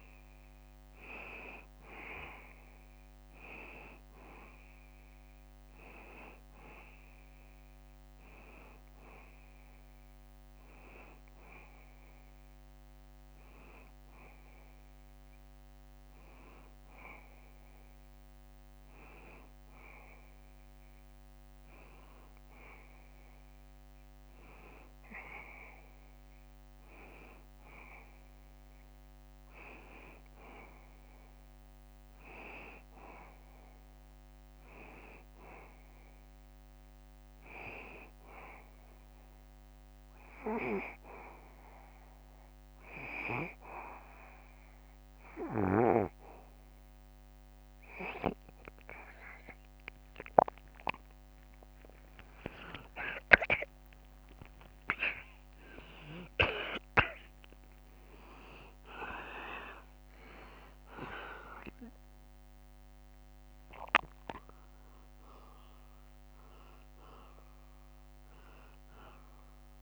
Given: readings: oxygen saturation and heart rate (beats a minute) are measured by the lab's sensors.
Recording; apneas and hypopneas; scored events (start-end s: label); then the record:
breathing in sleep by a microphone on the trachea; none
51.00-54.00 s: arousal
56.00-69.00 s: drop in pulse transit time (device-marked, heart rate 74 before, 78 extreme)
From the record:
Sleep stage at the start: N2 (light sleep); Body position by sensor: on the back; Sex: male